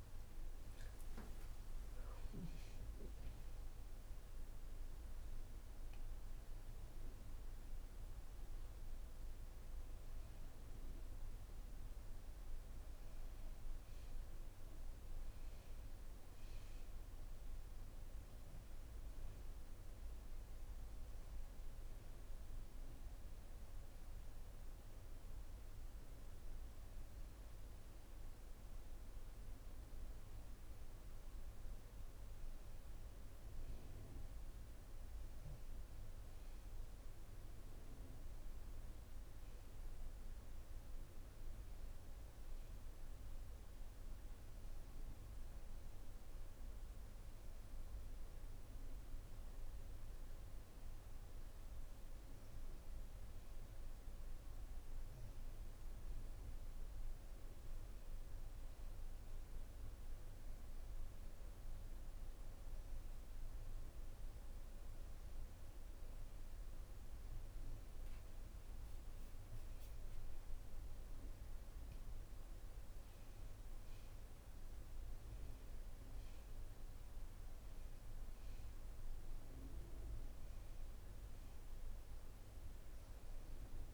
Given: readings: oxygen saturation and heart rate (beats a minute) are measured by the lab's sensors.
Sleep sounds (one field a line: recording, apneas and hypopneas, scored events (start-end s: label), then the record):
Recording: breathing in sleep, hard to hear, by a room microphone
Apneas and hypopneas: none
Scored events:
35.50-48.50 s: oxygen desaturation (device-marked, oxygen 95% before, 92% lowest, heart rate 85 before, 84 extreme)
79.50-83.00 s: arousal
From the record:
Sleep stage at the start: N1 (lightest sleep)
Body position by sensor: on the back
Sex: female